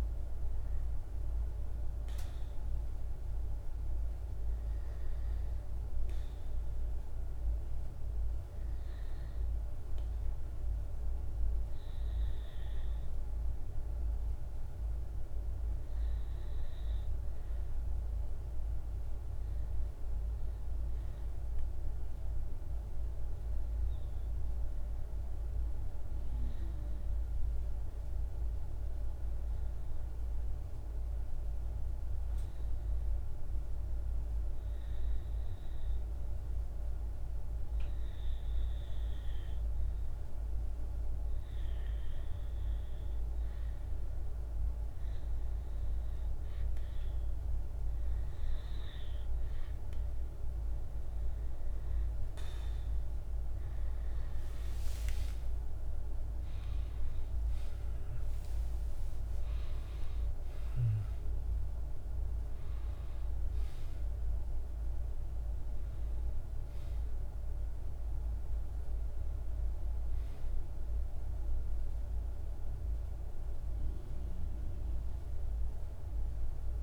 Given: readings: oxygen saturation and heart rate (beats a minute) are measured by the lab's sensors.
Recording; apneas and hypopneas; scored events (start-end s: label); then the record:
breathing in sleep, hard to hear, by a room microphone; 1
19.50-41.50 s: hypopnea (oxygen 99% before, 90% lowest, heart rate 51 before, 50 extreme, up 3 after)
37.00-61.00 s: oxygen desaturation (device-marked, oxygen 96% before, 90% lowest, heart rate 51 before, 51 extreme)
53.00-57.50 s: arousal
From the record:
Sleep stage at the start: REM sleep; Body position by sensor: on the back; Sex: male